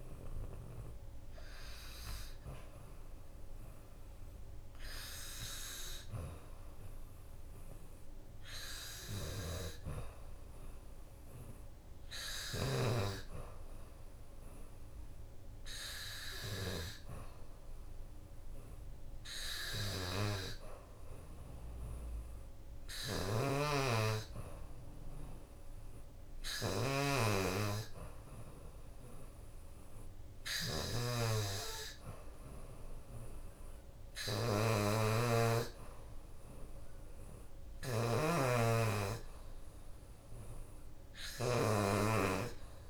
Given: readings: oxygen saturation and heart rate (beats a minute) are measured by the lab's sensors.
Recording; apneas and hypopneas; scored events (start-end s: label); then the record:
breathing in sleep by a room microphone; none
0.00-10.00 s: oxygen desaturation (device-marked, oxygen 82% lowest, heart rate 66 extreme)
23.00-42.90 s: oxygen desaturation (device-marked, oxygen 95% before, 86% lowest, heart rate 74 before, 72 extreme)
36.00-40.50 s: arousal
From the record:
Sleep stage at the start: N2 (light sleep); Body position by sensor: on the back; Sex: female